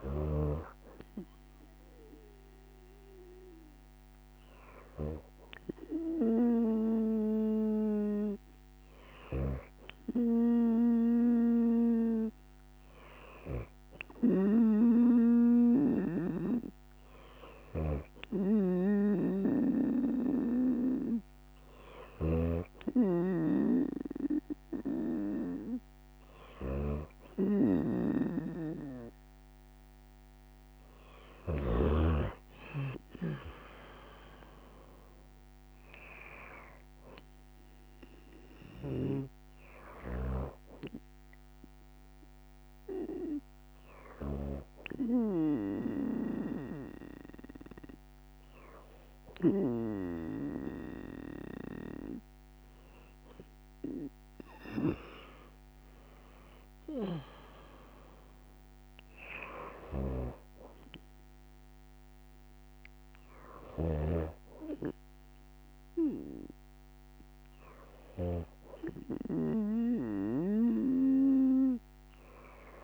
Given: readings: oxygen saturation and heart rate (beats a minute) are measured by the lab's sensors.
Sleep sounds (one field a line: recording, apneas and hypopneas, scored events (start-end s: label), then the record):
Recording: breathing in sleep by a microphone on the trachea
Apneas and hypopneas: none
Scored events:
none scored
From the record:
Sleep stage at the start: N2 (light sleep)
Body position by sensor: on the right side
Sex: female